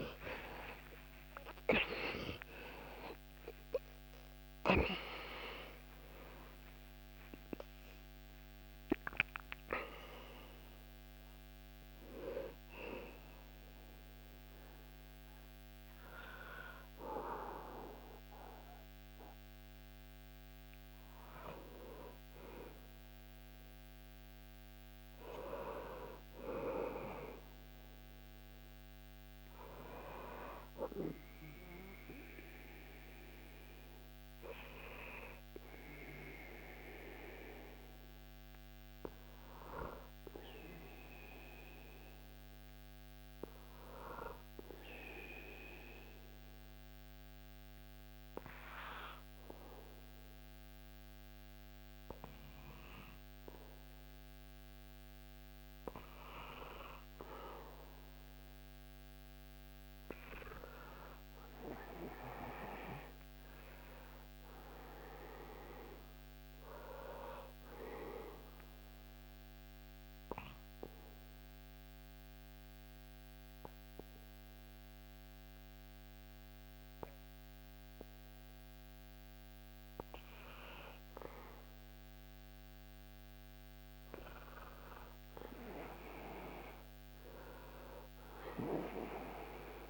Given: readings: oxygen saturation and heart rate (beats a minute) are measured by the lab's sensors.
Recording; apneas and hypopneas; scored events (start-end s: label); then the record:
breathing in sleep by a microphone on the trachea; 2
0.00-3.50 s: arousal
0.00-19.50 s: oxygen desaturation (device-marked, oxygen 75% lowest, heart rate 55 extreme)
22.50-28.00 s: arousal
43.50-55.00 s: hypopnea (oxygen 100% before, 93% lowest, heart rate 82 before, 69 extreme, up 3 after)
55.50-59.50 s: arousal
57.50-83.50 s: oxygen desaturation (device-marked, oxygen 97% before, 93% lowest, heart rate 80 before, 69 extreme)
67.00-79.50 s: obstructive apnea (oxygen 98% before, 92% lowest, heart rate 78 before, 69 extreme, up 11 after)
81.50-86.00 s: arousal
85.50-89.89 s: oxygen desaturation (device-marked, oxygen 99% before, 96% lowest, heart rate 76 before, 72 extreme)
From the record:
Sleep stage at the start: N2 (light sleep); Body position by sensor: on the back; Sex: male